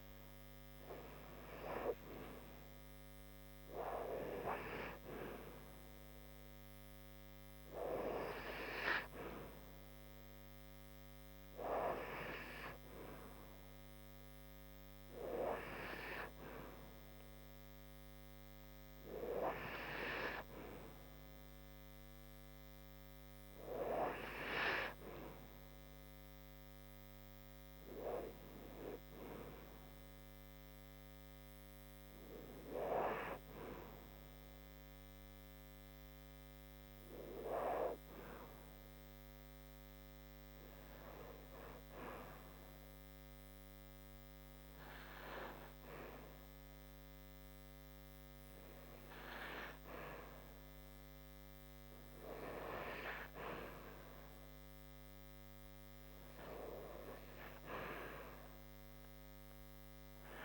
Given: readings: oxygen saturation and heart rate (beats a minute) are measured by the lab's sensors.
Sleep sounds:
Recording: breathing in sleep by a microphone on the trachea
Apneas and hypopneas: 1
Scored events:
0.00-1.00 s: arousal
38.00-49.50 s: obstructive apnea (oxygen 95% before, 88% lowest)
51.50-55.00 s: arousal
From the record:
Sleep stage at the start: REM sleep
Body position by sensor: on the back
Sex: female

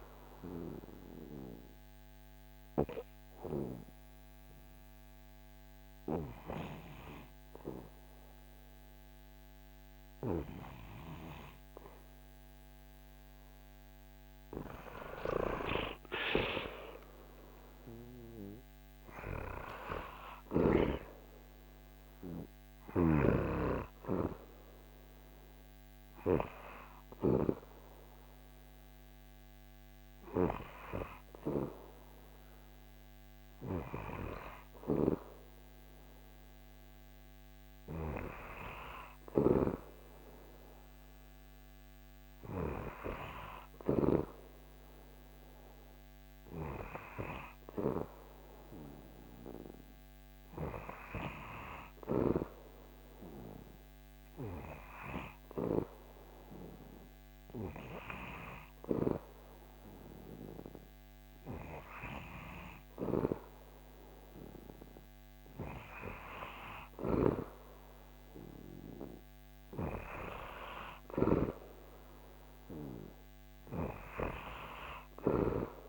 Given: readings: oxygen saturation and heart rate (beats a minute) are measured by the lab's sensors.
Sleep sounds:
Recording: breathing in sleep by a microphone on the trachea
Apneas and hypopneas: 1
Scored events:
0.50-13.00 s: obstructive apnea (oxygen 97% before, 94% lowest, heart rate 77 before, 68 extreme, up 2 after)
14.50-18.50 s: arousal
16.00-75.89 s: new sleep stage, N2 (light sleep)
66.50-71.00 s: snoring (device-marked)
From the record:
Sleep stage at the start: REM sleep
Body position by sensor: on the back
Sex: male

